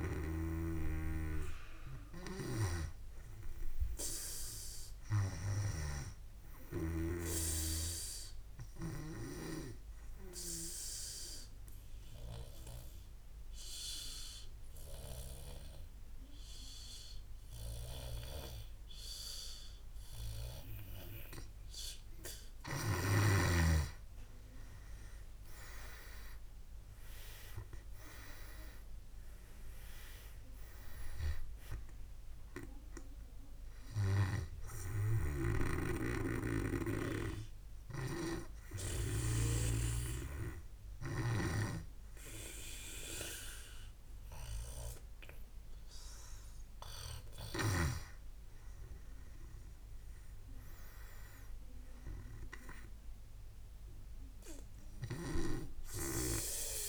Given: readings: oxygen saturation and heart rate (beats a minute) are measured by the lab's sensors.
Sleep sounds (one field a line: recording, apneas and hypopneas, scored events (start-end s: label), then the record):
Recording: breathing in sleep by a room microphone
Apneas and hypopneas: 2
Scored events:
0.00-1.50 s: arousal
10.50-22.00 s: obstructive apnea (oxygen 100% before, 92% lowest, heart rate 64 before, 60 extreme, up 49 after)
25.50-29.50 s: arousal
27.00-52.00 s: oxygen desaturation (device-marked, oxygen 98% before, 92% lowest, heart rate 69 before, 60 extreme)
34.50-47.00 s: hypopnea (oxygen 99% before, 92% lowest, heart rate 82 before, 61 extreme, up 10 after)
35.50-40.00 s: snoring (device-marked)
52.00-56.50 s: arousal
From the record:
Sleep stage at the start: N2 (light sleep)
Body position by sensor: on the back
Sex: male